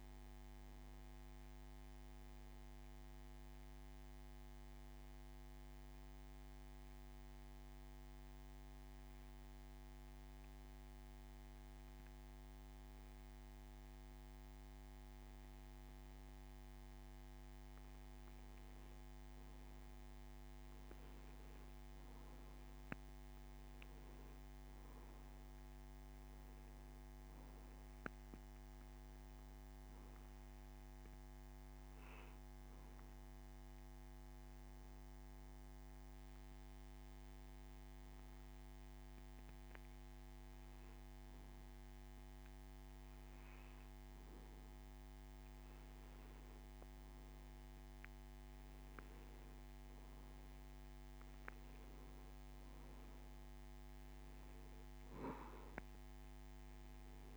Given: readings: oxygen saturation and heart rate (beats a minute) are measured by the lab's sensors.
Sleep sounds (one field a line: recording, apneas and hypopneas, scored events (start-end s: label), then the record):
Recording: breathing in sleep, hard to hear, by a microphone on the trachea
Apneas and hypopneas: 2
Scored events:
0.00-1.00 s: arousal
0.00-4.50 s: oxygen desaturation (device-marked, oxygen 91% lowest)
6.50-18.00 s: hypopnea (oxygen 96% before, 92% lowest)
21.50-26.50 s: arousal
23.50-40.50 s: oxygen desaturation (device-marked, oxygen 96% before, 93% lowest)
32.50-44.50 s: hypopnea (oxygen 96% before, 92% lowest)
From the record:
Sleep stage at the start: N2 (light sleep)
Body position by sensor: on the back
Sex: male